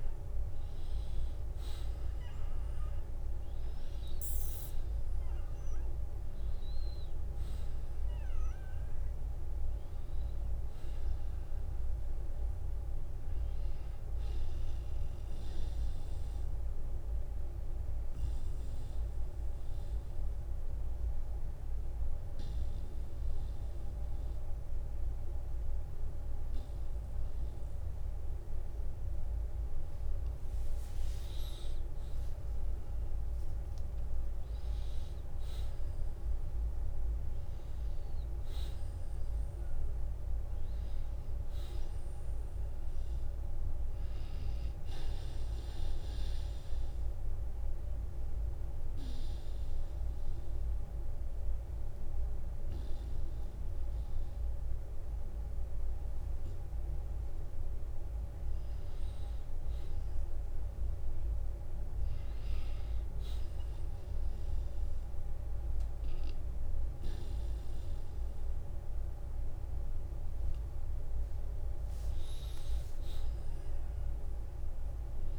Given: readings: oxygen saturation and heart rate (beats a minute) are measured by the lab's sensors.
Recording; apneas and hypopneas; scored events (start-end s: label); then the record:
breathing in sleep, hard to hear, by a room microphone; 2
16.00-30.50 s: obstructive apnea (oxygen 97% before, 86% lowest, heart rate 55 before, 47 extreme, up 3 after)
16.00-33.00 s: oxygen desaturation (device-marked, oxygen 94% before, 86% lowest, heart rate 55 before, 47 extreme)
31.50-36.50 s: arousal
45.00-57.00 s: obstructive apnea (oxygen 96% before, 89% lowest, heart rate 57 before, 47 extreme, up 19 after)
51.00-68.00 s: oxygen desaturation (device-marked, oxygen 95% before, 89% lowest, heart rate 57 before, 50 extreme)
68.50-70.50 s: long interval between heartbeats (device-marked, heart rate 58 before, 61 extreme)
71.00-75.39 s: arousal
From the record:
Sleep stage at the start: N2 (light sleep); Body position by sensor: on the back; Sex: male